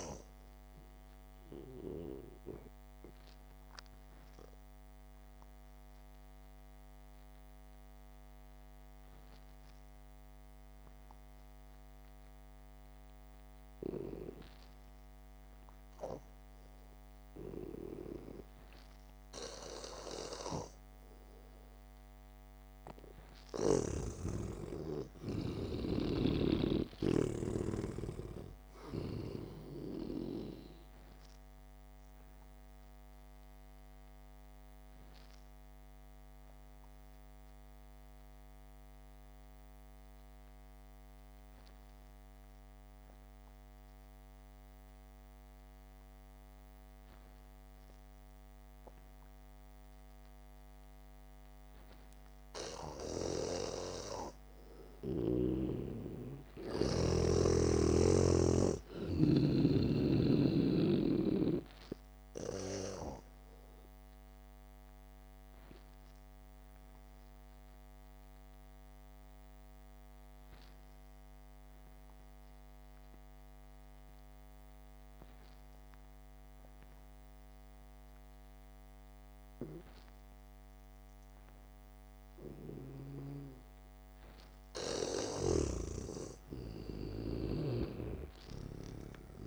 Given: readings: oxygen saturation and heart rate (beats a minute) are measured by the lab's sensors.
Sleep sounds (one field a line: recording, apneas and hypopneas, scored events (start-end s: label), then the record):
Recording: breathing in sleep by a microphone on the trachea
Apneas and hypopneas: 3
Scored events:
0.00-23.50 s: oxygen desaturation (device-marked, oxygen 88% lowest, heart rate 49 extreme)
4.00-16.00 s: obstructive apnea (oxygen 98% before, 88% lowest, heart rate 60 before, 49 extreme, up 2 after)
21.00-25.00 s: snoring (device-marked)
24.00-27.50 s: arousal
34.50-55.50 s: obstructive apnea (oxygen 97% before, 88% lowest, heart rate 56 before, 52 extreme, up 0 after)
45.50-54.50 s: oxygen desaturation (device-marked, oxygen 93% before, 89% lowest, heart rate 55 before, 52 extreme)
57.00-60.00 s: arousal
66.00-83.50 s: obstructive apnea (oxygen 97% before, 88% lowest, heart rate 59 before, 50 extreme, up 0 after)
77.50-84.50 s: oxygen desaturation (device-marked, oxygen 93% before, 88% lowest, heart rate 59 before, 50 extreme)
85.50-88.50 s: arousal
86.00-89.47 s: snoring (device-marked)
From the record:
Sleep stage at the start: N2 (light sleep)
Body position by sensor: on the back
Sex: male